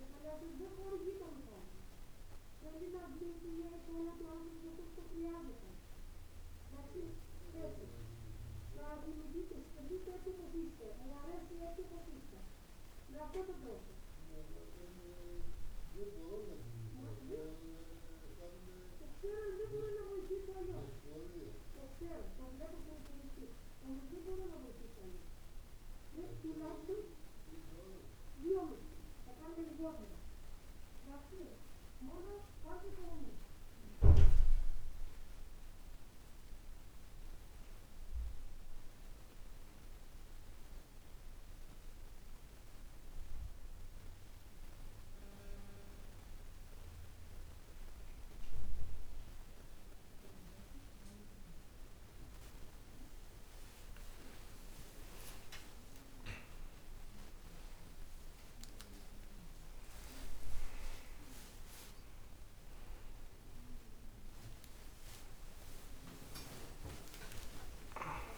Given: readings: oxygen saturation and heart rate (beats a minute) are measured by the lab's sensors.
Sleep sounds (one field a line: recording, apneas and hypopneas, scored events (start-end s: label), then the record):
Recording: breathing in sleep by a room microphone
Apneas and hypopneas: none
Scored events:
60.50-62.50 s: long interval between heartbeats (device-marked, heart rate 65 before, 87 extreme)
65.00-67.00 s: long interval between heartbeats (device-marked, heart rate 70 before, 89 extreme)
65.00-68.38 s: new sleep stage, awake
From the record:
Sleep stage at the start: N2 (light sleep)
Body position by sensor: on the back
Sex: male